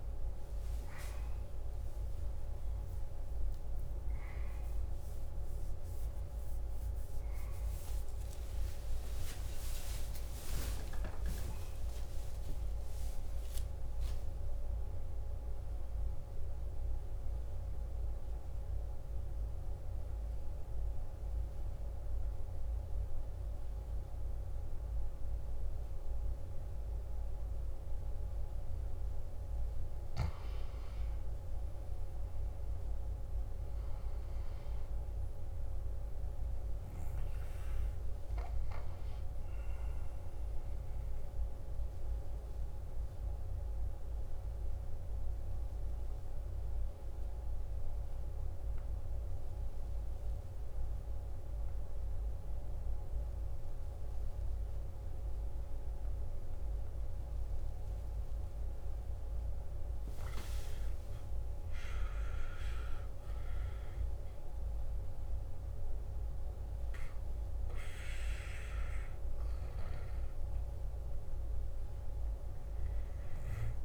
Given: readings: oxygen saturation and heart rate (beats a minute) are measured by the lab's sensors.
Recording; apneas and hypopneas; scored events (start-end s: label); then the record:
a person partly awake in a sleep study, hard to hear, by a room microphone; 2
0.00-22.50 s: oxygen desaturation (device-marked, oxygen 86% lowest, heart rate 55 extreme)
8.50-10.50 s: long interval between heartbeats (device-marked, heart rate 68 before, 78 extreme)
11.00-13.00 s: long interval between heartbeats (device-marked, heart rate 69 before, 85 extreme)
13.50-73.50 s: new sleep stage, N1 (lightest sleep)
19.00-30.00 s: mixed apnea (oxygen 90% before, 88% lowest, heart rate 75 before, 55 extreme, up 8 after)
31.00-36.00 s: arousal
42.50-53.50 s: oxygen desaturation (device-marked, oxygen 98% before, 94% lowest, heart rate 60 before, 55 extreme)
42.50-59.50 s: obstructive apnea (oxygen 99% before, 93% lowest, heart rate 60 before, 55 extreme, up 10 after)
60.50-65.00 s: arousal
73.50-73.84 s: new sleep stage, N2 (light sleep)
From the record:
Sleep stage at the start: awake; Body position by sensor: on the back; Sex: male